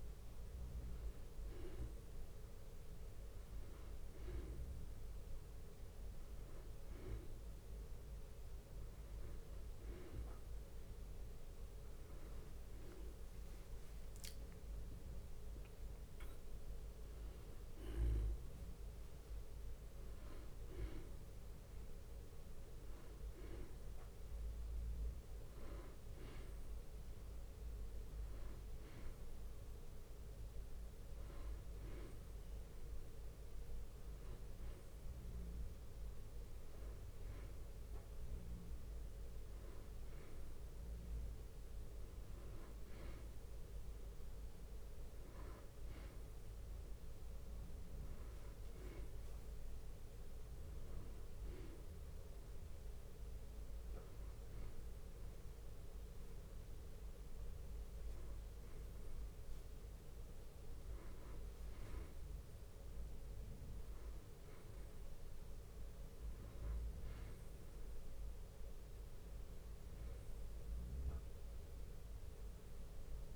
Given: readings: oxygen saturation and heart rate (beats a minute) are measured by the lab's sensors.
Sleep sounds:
breathing in sleep, hard to hear, by a room microphone; none
0.00-5.50 s: drop in pulse transit time (device-marked, heart rate 57 extreme)
12.50-72.50 s: new sleep stage, N2 (light sleep)
19.50-25.50 s: bradycardia (device-marked, heart rate 82 before, 58 extreme)
31.50-37.50 s: bradycardia (device-marked, heart rate 81 before, 56 extreme)
70.50-73.36 s: bradycardia (device-marked, heart rate 75 before, 56 extreme)
72.50-73.36 s: new sleep stage, awake
From the record:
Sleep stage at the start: N1 (lightest sleep); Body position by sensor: on the back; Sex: male

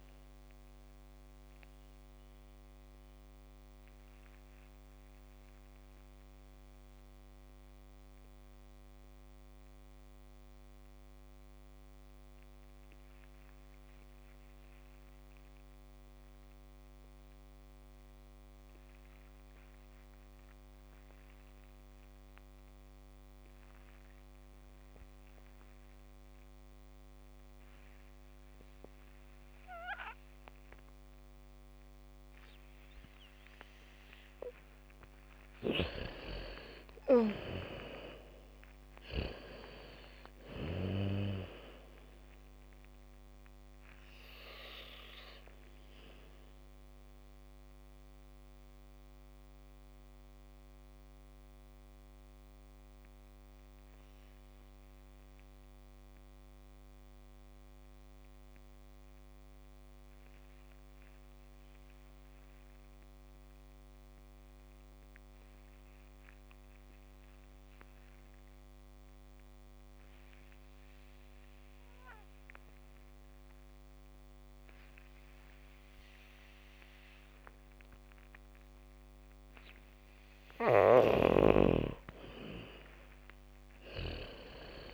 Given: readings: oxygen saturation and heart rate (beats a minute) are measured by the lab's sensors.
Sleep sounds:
breathing in sleep by a microphone on the trachea; 2
0.00-15.50 s: oxygen desaturation (device-marked, oxygen 79% lowest, heart rate 40 extreme)
1.50-34.50 s: mixed apnea (oxygen 96% before, 74% lowest, heart rate 63 before, 29 extreme, up 2 after)
28.50-42.50 s: bradycardia (device-marked, heart rate 72 before, 29 extreme)
28.50-59.50 s: oxygen desaturation (device-marked, oxygen 99% before, 74% lowest, heart rate 74 before, 29 extreme)
36.00-40.50 s: arousal
47.50-80.00 s: mixed apnea (oxygen 99% before, 74% lowest, heart rate 53 before, 49 extreme, up 3 after)
66.50-84.94 s: oxygen desaturation (device-marked, oxygen 99% before, 76% lowest, heart rate 77 before, 49 extreme)
72.50-84.94 s: bradycardia (device-marked, heart rate 71 before, 54 extreme)
82.50-84.94 s: arousal
From the record:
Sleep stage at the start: N2 (light sleep); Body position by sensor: on the back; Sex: female

